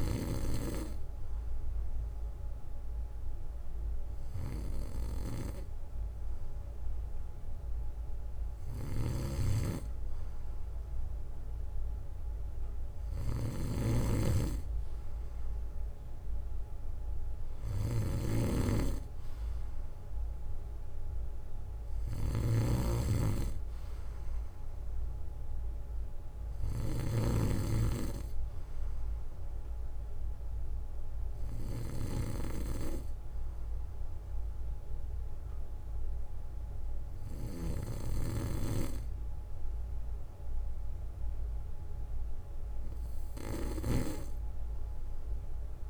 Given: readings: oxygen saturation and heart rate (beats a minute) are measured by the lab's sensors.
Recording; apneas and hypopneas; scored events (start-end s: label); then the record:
breathing in sleep by a room microphone; none
9.00-27.00 s: snoring (device-marked)
43.50-45.90 s: snoring (device-marked)
From the record:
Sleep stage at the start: N2 (light sleep); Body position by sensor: on the back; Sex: male